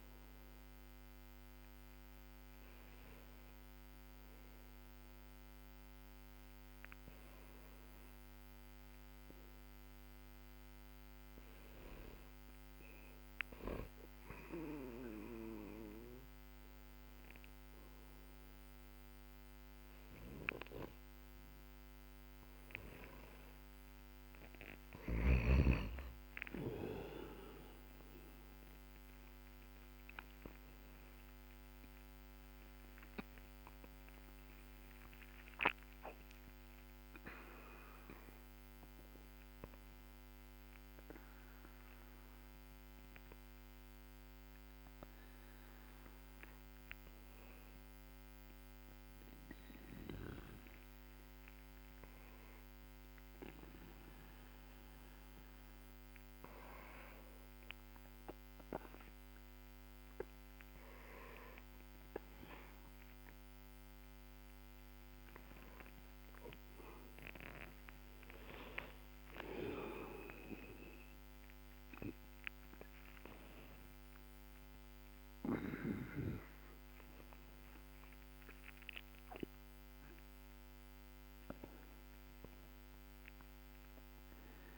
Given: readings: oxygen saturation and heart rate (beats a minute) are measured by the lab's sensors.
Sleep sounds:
a person awake in a sleep study, by a microphone on the trachea; none
none scored
From the record:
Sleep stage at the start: awake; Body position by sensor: on the back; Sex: male

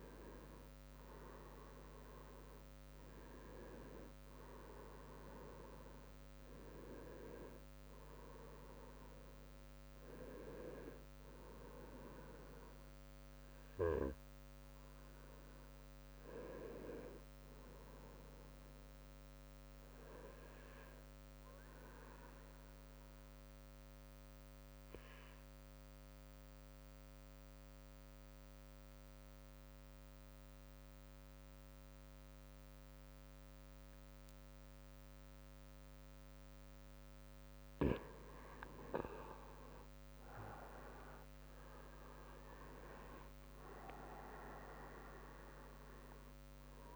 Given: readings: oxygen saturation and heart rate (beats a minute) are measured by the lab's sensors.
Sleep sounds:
breathing in sleep by a microphone on the trachea; 1
0.00-2.50 s: arousal
21.50-36.50 s: obstructive apnea (oxygen 97% before, 91% lowest, heart rate 65 before, 55 extreme, up 36 after)
38.50-43.50 s: arousal
39.00-46.95 s: oxygen desaturation (device-marked, oxygen 97% before, 91% lowest, heart rate 60 before, 65 extreme)
40.50-44.50 s: leg movement (device-marked)
43.00-45.00 s: long interval between heartbeats (device-marked, heart rate 61 before, 86 extreme)
43.00-46.95 s: drop in pulse transit time (device-marked, heart rate 61 before, 66 extreme)
From the record:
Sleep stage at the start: N2 (light sleep); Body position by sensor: on the right side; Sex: male

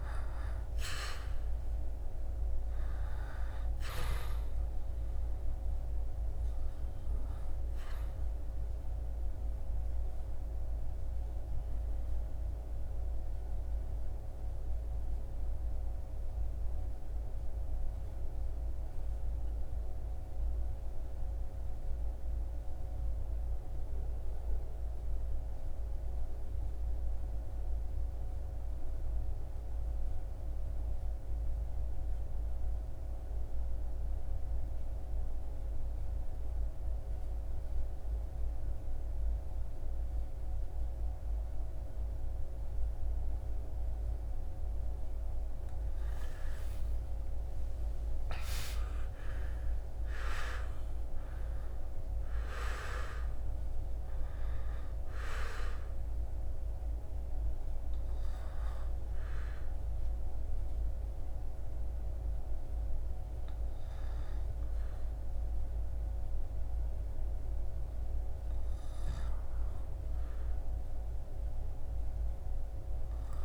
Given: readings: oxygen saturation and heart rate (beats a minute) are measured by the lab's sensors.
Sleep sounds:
breathing in sleep, hard to hear, by a room microphone; 1
9.00-44.50 s: obstructive apnea (oxygen 99% before, 85% lowest, heart rate 77 before, 61 extreme, up 17 after)
18.50-33.50 s: oxygen desaturation (device-marked, oxygen 98% before, 91% lowest, heart rate 74 before, 61 extreme)
51.50-58.50 s: oxygen desaturation (device-marked, oxygen 98% before, 94% lowest, heart rate 66 before, 75 extreme)
58.00-64.00 s: arousal
63.50-73.45 s: oxygen desaturation (device-marked, oxygen 96% before, 85% lowest, heart rate 74 before, 75 extreme)
From the record:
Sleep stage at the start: N1 (lightest sleep); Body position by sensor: on the back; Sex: male

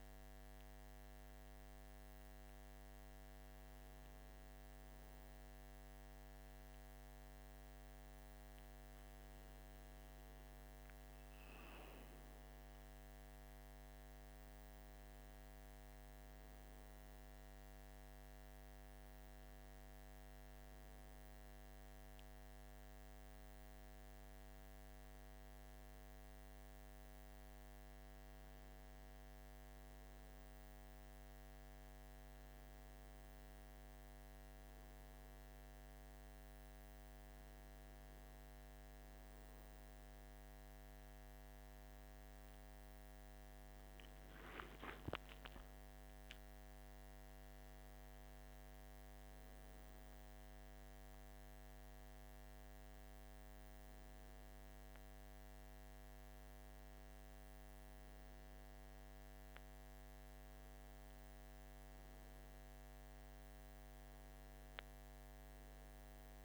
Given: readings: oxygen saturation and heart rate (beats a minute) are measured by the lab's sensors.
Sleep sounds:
breathing in sleep, hard to hear, by a microphone on the trachea; none
none scored
From the record:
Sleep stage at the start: N1 (lightest sleep); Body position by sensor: on the back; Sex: male

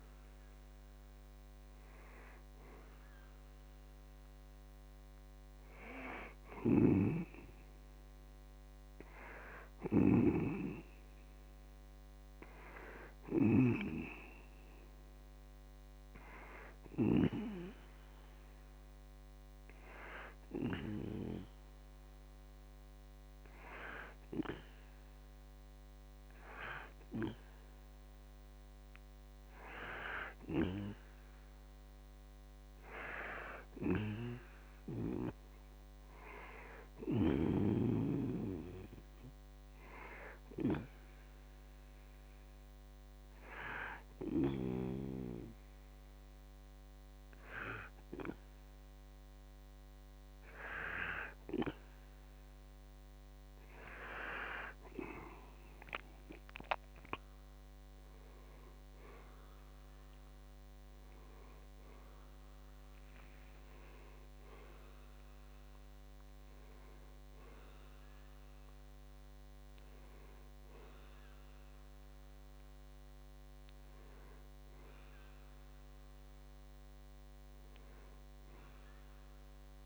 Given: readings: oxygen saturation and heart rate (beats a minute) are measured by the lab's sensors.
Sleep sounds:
breathing in sleep by a microphone on the trachea; 2
1.00-11.00 s: oxygen desaturation (device-marked, oxygen 94% before, 91% lowest, heart rate 62 before, 52 extreme)
13.50-17.00 s: arousal
20.00-30.50 s: hypopnea (oxygen 95% before, 91% lowest, heart rate 58 before, 62 extreme, up 8 after)
34.00-37.50 s: arousal
42.00-54.50 s: hypopnea (oxygen 95% before, 91% lowest, heart rate 67 before, 61 extreme, up 35 after)
58.00-63.50 s: arousal
64.00-79.86 s: new sleep stage, N1 (lightest sleep)
From the record:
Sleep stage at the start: N2 (light sleep); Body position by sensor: on the back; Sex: male

